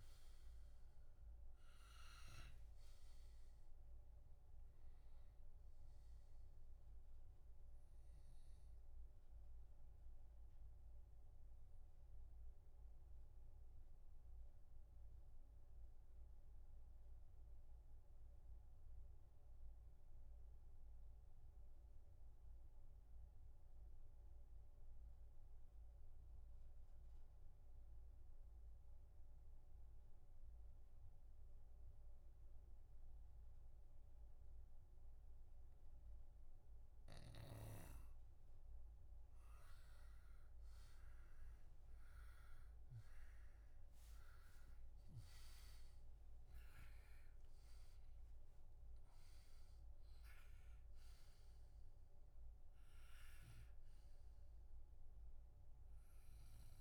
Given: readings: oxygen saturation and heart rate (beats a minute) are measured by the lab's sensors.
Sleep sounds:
breathing in sleep by a room microphone; 1
0.00-26.50 s: oxygen desaturation (device-marked, oxygen 86% lowest, heart rate 58 extreme)
9.50-36.00 s: obstructive apnea (oxygen 94% before, 86% lowest, heart rate 76 before, 58 extreme, up 15 after)
40.50-45.00 s: arousal
47.50-56.81 s: oxygen desaturation (device-marked, oxygen 96% before, 87% lowest, heart rate 66 before, 57 extreme)
From the record:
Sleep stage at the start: REM sleep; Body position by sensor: on the back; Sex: male

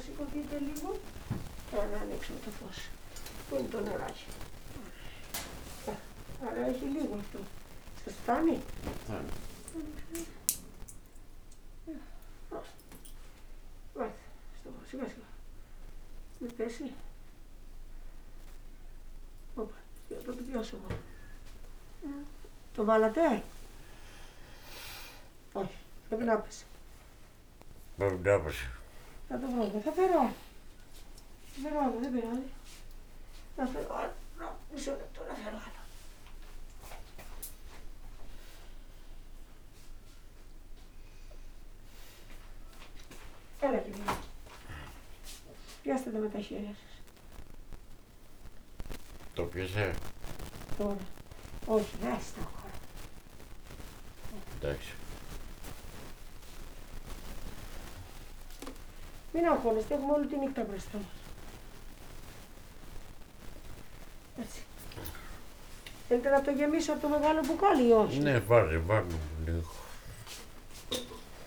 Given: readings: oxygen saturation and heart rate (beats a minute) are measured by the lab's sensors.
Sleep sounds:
a person awake in a sleep study, by a room microphone; none
none scored
From the record:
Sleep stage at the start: awake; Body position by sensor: on the back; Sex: male

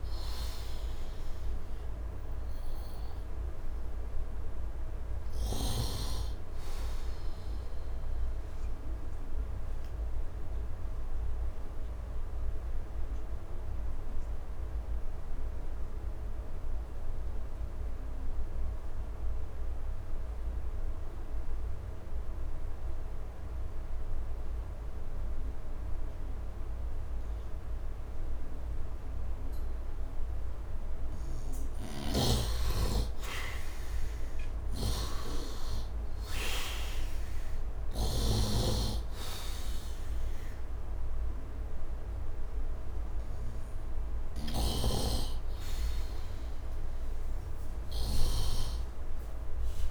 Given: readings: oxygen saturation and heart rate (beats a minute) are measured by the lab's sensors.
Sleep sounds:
breathing in sleep by a room microphone; 1
0.00-19.50 s: oxygen desaturation (device-marked, oxygen 76% lowest, heart rate 71 extreme)
7.50-32.00 s: obstructive apnea (oxygen 100% before, 76% lowest, heart rate 81 before, 71 extreme, up 10 after)
27.50-49.91 s: oxygen desaturation (device-marked, oxygen 100% before, 80% lowest, heart rate 73 before, 73 extreme)
34.50-38.50 s: snoring (device-marked)
36.50-41.00 s: arousal
44.50-49.91 s: snoring (device-marked)
From the record:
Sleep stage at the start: N2 (light sleep); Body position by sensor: on the right side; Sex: male

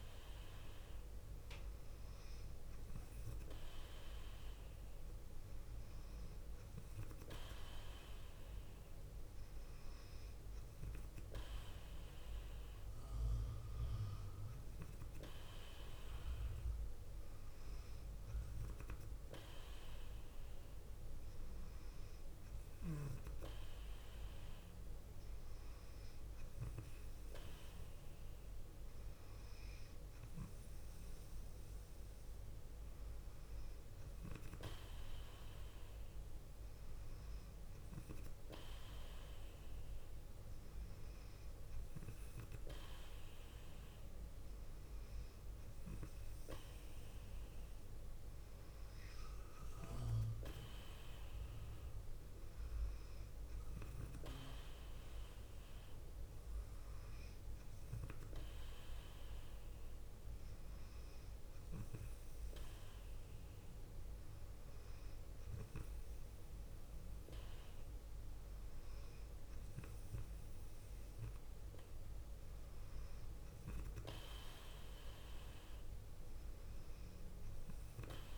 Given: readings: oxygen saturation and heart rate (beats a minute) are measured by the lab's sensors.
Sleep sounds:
breathing in sleep by a room microphone; none
24.50-26.50 s: long interval between heartbeats (device-marked, heart rate 51 before, 55 extreme)
From the record:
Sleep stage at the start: N2 (light sleep); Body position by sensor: on the left side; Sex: female

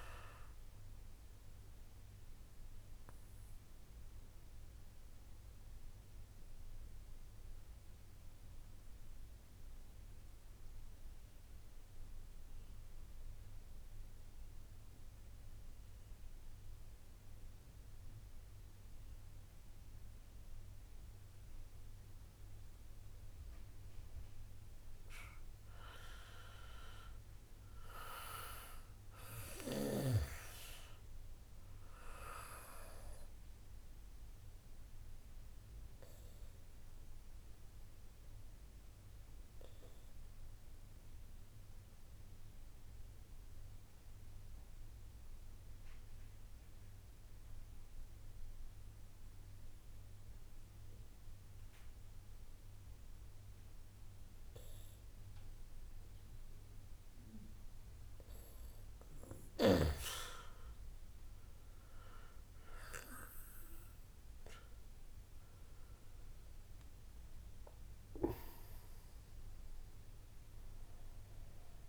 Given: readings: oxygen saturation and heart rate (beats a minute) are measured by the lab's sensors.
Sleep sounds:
breathing in sleep by a room microphone; 2
0.00-16.00 s: oxygen desaturation (device-marked, oxygen 89% lowest, heart rate 49 extreme)
2.00-24.00 s: obstructive apnea (oxygen 97% before, 87% lowest, heart rate 60 before, 50 extreme, up 0 after)
26.00-29.50 s: arousal
28.00-50.00 s: oxygen desaturation (device-marked, oxygen 96% before, 88% lowest, heart rate 63 before, 27 extreme)
35.50-56.50 s: obstructive apnea (oxygen 96% before, 87% lowest, heart rate 59 before, 27 extreme, up 17 after)
59.00-71.89 s: oxygen desaturation (device-marked, oxygen 96% before, 87% lowest, heart rate 58 before, 27 extreme)
67.00-71.89 s: arousal
From the record:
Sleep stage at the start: N2 (light sleep); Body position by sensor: on the back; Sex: male

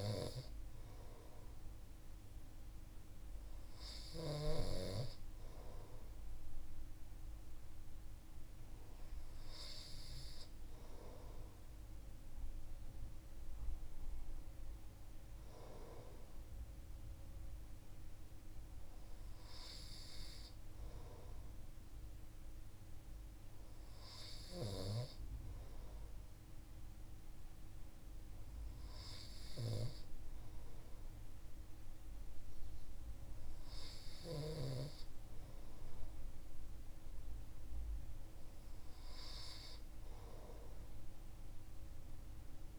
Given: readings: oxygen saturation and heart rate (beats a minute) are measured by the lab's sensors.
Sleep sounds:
breathing in sleep by a room microphone; none
0.00-4.50 s: snoring (device-marked)
From the record:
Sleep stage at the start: N2 (light sleep); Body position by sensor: on the right side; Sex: male

